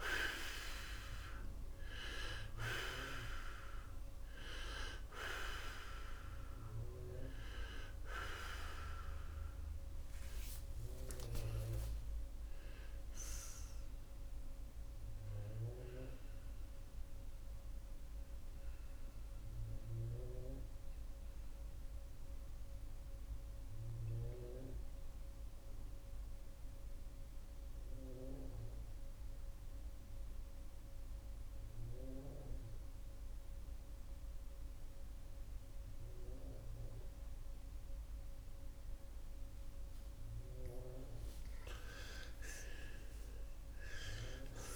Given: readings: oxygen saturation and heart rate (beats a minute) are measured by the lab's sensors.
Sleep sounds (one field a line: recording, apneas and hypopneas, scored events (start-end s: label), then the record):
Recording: breathing in sleep by a room microphone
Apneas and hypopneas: 1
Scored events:
20.00-40.00 s: mixed apnea (oxygen 95% before, 85% lowest, heart rate 113 before, 65 extreme, up 14 after)
21.50-38.50 s: oxygen desaturation (device-marked, oxygen 93% before, 85% lowest, heart rate 112 before, 65 extreme)
From the record:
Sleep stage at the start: N2 (light sleep)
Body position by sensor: on the right side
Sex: male